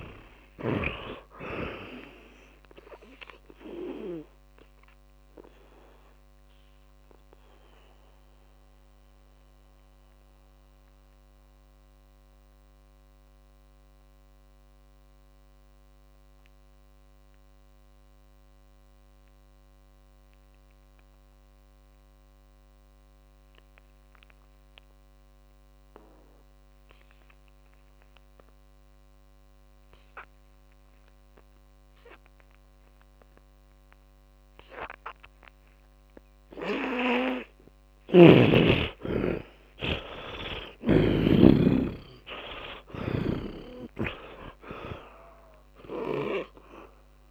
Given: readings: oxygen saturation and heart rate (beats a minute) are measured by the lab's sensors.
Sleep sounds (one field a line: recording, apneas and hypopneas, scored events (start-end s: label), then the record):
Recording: breathing in sleep by a microphone on the trachea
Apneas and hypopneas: 1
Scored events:
0.00-1.00 s: arousal
0.00-2.50 s: oxygen desaturation (device-marked, oxygen 92% lowest, heart rate 55 extreme)
3.50-37.50 s: mixed apnea (oxygen 100% before, 76% lowest, heart rate 71 before, 46 extreme)
4.50-26.50 s: oxygen desaturation (device-marked, oxygen 94% before, 79% lowest, heart rate 73 before, 46 extreme)
28.50-47.31 s: oxygen desaturation (device-marked, oxygen 100% before, 76% lowest, heart rate 60 before, 44 extreme)
38.50-42.00 s: arousal
40.50-42.50 s: tachycardia (device-marked, heart rate 66 before, 92 extreme)
43.00-46.50 s: snoring (device-marked)
From the record:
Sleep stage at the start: N2 (light sleep)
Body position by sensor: on the back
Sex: male